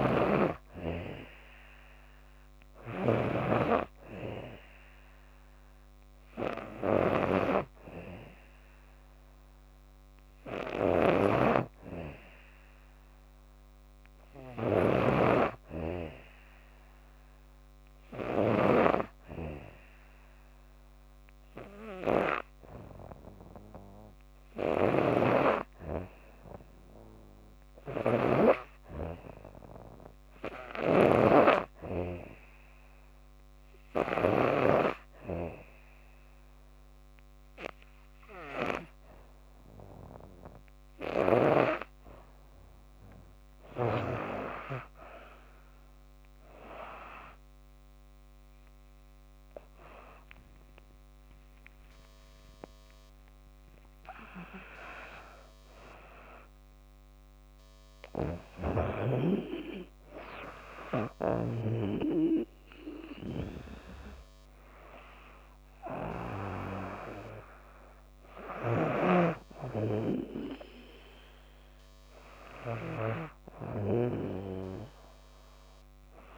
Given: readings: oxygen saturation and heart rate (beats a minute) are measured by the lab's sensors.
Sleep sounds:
breathing in sleep by a microphone on the trachea; 1
0.00-18.00 s: snoring (device-marked)
24.00-28.00 s: snoring (device-marked)
26.00-30.00 s: arousal
30.00-34.00 s: snoring (device-marked)
33.50-44.50 s: obstructive apnea (oxygen 97% before, 95% lowest, heart rate 79 before, 75 extreme, up 10 after)
47.00-51.50 s: arousal
68.00-76.38 s: snoring (device-marked)
From the record:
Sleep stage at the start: N2 (light sleep); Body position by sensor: on the back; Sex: female

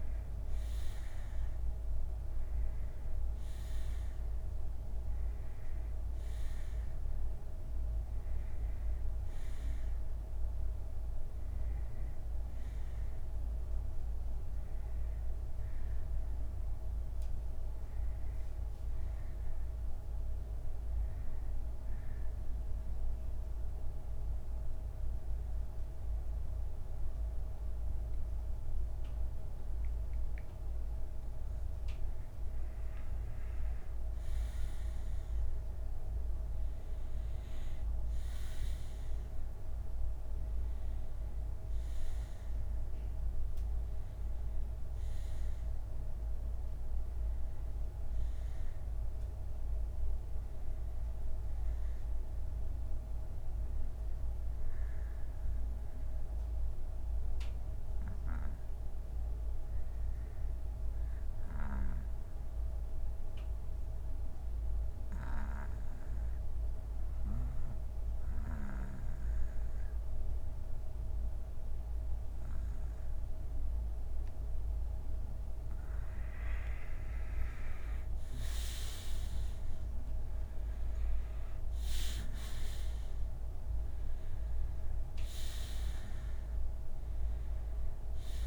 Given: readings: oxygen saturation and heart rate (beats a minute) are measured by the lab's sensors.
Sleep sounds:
breathing in sleep, hard to hear, by a room microphone; 2
0.00-20.00 s: oxygen desaturation (device-marked, oxygen 94% before, 89% lowest, heart rate 62 before, 49 extreme)
2.00-4.00 s: bradycardia (device-marked, heart rate 64 before, 66 extreme)
11.00-21.00 s: bradycardia (device-marked, heart rate 64 before, 55 extreme)
20.00-31.50 s: obstructive apnea (oxygen 94% before, 87% lowest, heart rate 61 before, 46 extreme, up 28 after)
23.00-32.00 s: bradycardia (device-marked, heart rate 63 before, 49 extreme)
33.50-37.00 s: arousal
38.00-58.00 s: oxygen desaturation (device-marked, oxygen 93% before, 89% lowest, heart rate 58 before, 45 extreme)
43.00-82.00 s: bradycardia (device-marked, heart rate 63 before, 45 extreme)
54.50-75.50 s: obstructive apnea (oxygen 94% before, 85% lowest, heart rate 63 before, 45 extreme, up 13 after)
73.00-88.47 s: oxygen desaturation (device-marked, oxygen 93% before, 85% lowest, heart rate 47 before, 48 extreme)
79.50-84.50 s: arousal
From the record:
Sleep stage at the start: N2 (light sleep); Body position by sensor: on the back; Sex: male

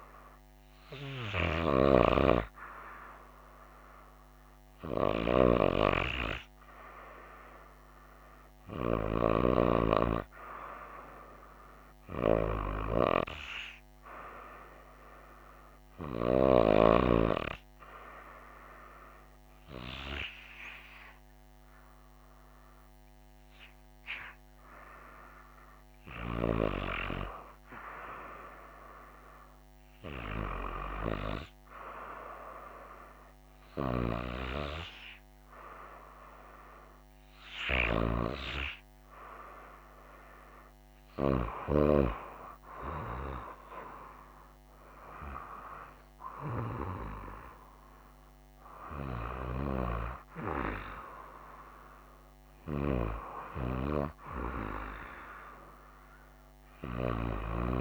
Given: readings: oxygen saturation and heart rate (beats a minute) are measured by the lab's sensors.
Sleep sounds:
breathing in sleep by a microphone on the trachea; none
14.00-57.81 s: new sleep stage, REM sleep
From the record:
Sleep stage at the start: N2 (light sleep); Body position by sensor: on the right side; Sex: female

